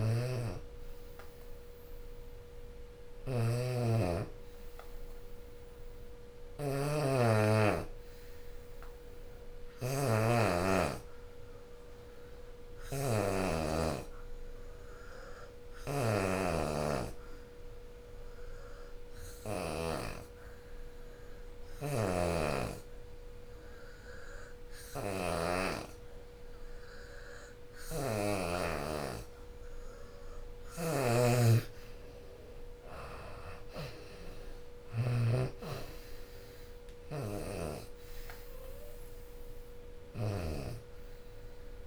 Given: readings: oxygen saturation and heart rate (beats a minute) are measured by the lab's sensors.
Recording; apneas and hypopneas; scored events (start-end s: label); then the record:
breathing in sleep by a room microphone; 1
0.00-6.50 s: oxygen desaturation (device-marked, oxygen 83% lowest, heart rate 62 extreme)
12.50-41.87 s: oxygen desaturation (device-marked, oxygen 93% before, 83% lowest, heart rate 79 before, 62 extreme)
13.00-28.50 s: obstructive apnea (oxygen 93% before, 83% lowest, heart rate 79 before, 62 extreme, up 14 after)
28.50-30.50 s: long interval between heartbeats (device-marked, heart rate 73 before, 62 extreme)
30.50-40.50 s: drop in pulse transit time (device-marked, heart rate 72 before, 65 extreme)
33.00-37.00 s: arousal
From the record:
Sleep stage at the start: N2 (light sleep); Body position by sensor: on the back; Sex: female